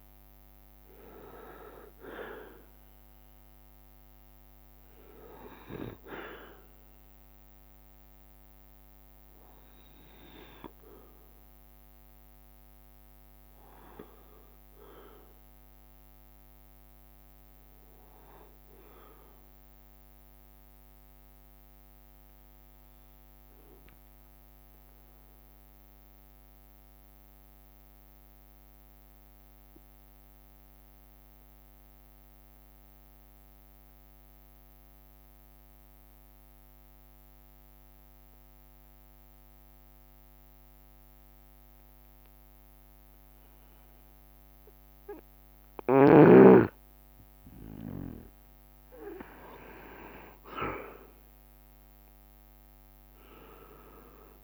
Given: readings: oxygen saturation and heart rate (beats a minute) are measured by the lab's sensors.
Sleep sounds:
breathing in sleep by a microphone on the trachea; 1
0.00-1.00 s: leg movement (device-marked)
0.00-8.00 s: drop in pulse transit time (device-marked, heart rate 67 extreme)
0.00-18.00 s: oxygen desaturation (device-marked, oxygen 89% lowest, heart rate 62 extreme)
14.00-16.00 s: long interval between heartbeats (device-marked, heart rate 69 before, 78 extreme)
14.50-17.50 s: leg movement (device-marked)
23.50-46.00 s: obstructive apnea (oxygen 94% before, 93% lowest, heart rate 71 before, 62 extreme, up 6 after)
48.00-52.50 s: arousal
49.00-54.43 s: drop in pulse transit time (device-marked, heart rate 64 before, 65 extreme)
51.00-54.43 s: oxygen desaturation (device-marked, oxygen 98% before, 93% lowest, heart rate 64 before, 62 extreme)
From the record:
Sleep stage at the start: N2 (light sleep); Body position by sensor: on the right side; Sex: male

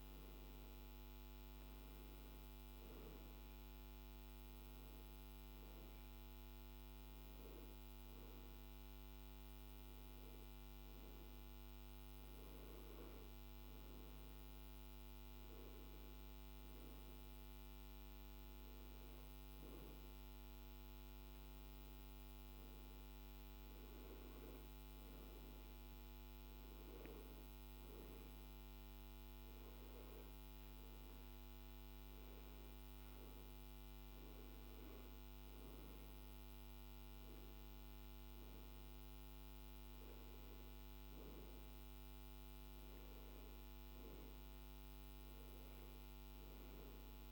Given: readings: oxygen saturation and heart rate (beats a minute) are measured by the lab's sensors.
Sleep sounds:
breathing in sleep, hard to hear, by a microphone on the trachea; none
none scored
From the record:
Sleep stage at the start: N2 (light sleep); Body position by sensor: on the back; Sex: male

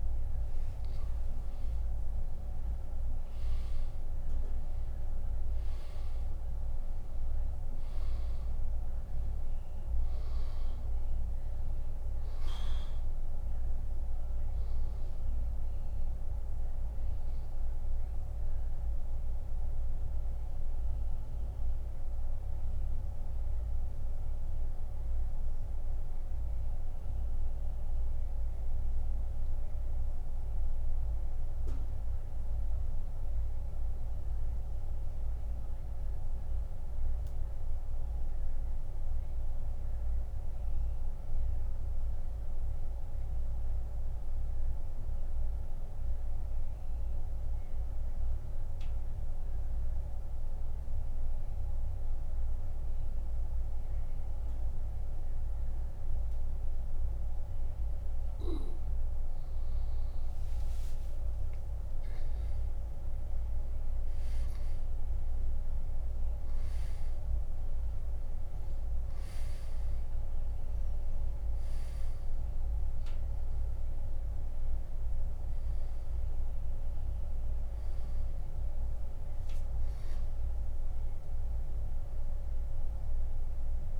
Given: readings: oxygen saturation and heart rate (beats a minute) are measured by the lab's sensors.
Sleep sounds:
breathing in sleep, hard to hear, by a room microphone; 1
0.00-2.50 s: arousal
9.50-50.50 s: oxygen desaturation (device-marked, oxygen 97% before, 86% lowest, heart rate 81 before, 65 extreme)
22.00-56.50 s: central apnea (oxygen 97% before, 85% lowest, heart rate 87 before, 65 extreme, up 15 after)
61.00-65.50 s: arousal
81.50-84.00 s: oxygen desaturation (device-marked, oxygen 96% before, 85% lowest, heart rate 86 before, 66 extreme)
From the record:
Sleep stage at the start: N2 (light sleep); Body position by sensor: on the back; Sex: male

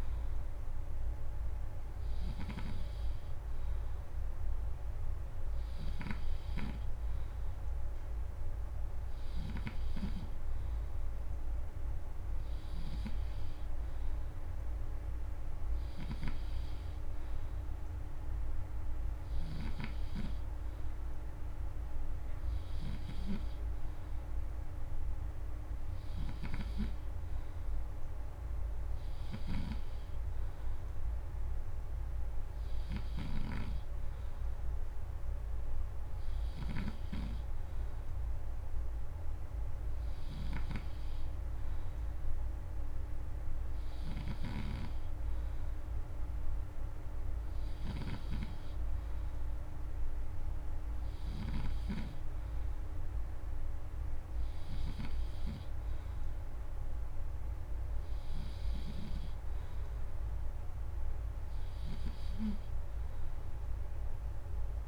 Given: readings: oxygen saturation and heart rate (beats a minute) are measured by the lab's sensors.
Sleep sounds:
breathing in sleep by a room microphone; none
15.50-51.50 s: snoring (device-marked)
From the record:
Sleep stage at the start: N3 (deep sleep); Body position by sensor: on the back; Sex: male

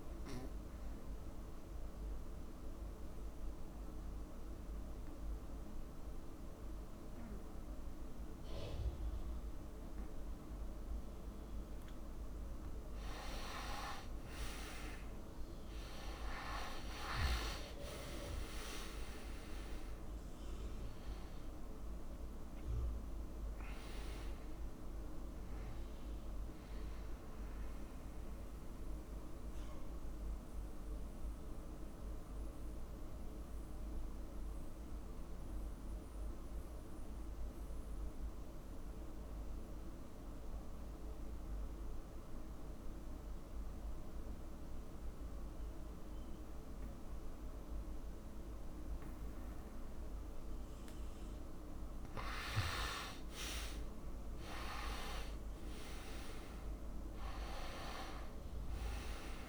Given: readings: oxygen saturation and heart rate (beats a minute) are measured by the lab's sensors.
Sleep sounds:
breathing in sleep by a room microphone; 2
0.00-12.50 s: oxygen desaturation (device-marked, oxygen 94% lowest, heart rate 61 extreme)
2.50-13.50 s: obstructive apnea (oxygen 98% before, 90% lowest, heart rate 64 before, 61 extreme, up 2 after)
15.50-19.50 s: arousal
18.50-47.50 s: oxygen desaturation (device-marked, oxygen 98% before, 91% lowest, heart rate 68 before, 58 extreme)
29.50-51.50 s: mixed apnea (oxygen 98% before, 89% lowest, heart rate 70 before, 58 extreme, up 5 after)
55.50-59.49 s: arousal
From the record:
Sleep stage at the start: N2 (light sleep); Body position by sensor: on the back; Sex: male

